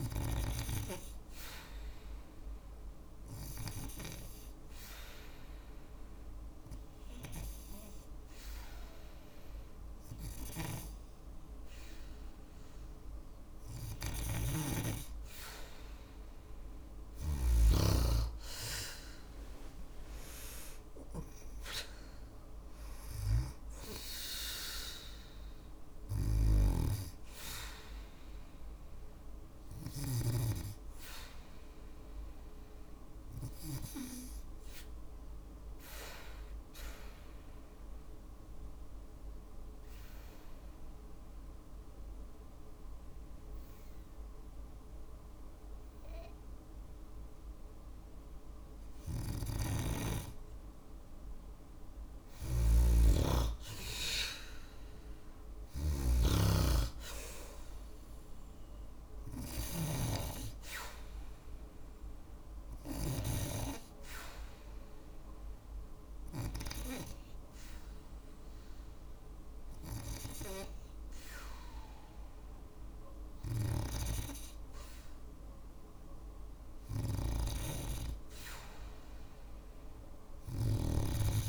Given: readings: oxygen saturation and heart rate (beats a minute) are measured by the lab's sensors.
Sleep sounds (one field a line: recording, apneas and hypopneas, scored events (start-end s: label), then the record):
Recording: breathing in sleep by a room microphone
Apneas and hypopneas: 3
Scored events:
2.50-13.50 s: obstructive apnea (oxygen 97% before, 91% lowest, heart rate 56 before, 55 extreme, up 4 after)
19.50-23.50 s: arousal
25.50-29.50 s: snoring (device-marked)
35.00-47.50 s: obstructive apnea (oxygen 95% before, 91% lowest, heart rate 57 before, 56 extreme, up 1 after)
51.00-62.50 s: snoring (device-marked)
51.00-75.00 s: oxygen desaturation (device-marked, oxygen 97% before, 91% lowest, heart rate 56 before, 55 extreme)
62.50-73.00 s: obstructive apnea (oxygen 97% before, 91% lowest, heart rate 57 before, 55 extreme, up 0 after)
78.00-81.49 s: arousal
From the record:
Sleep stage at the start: N2 (light sleep)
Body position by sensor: on the back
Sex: female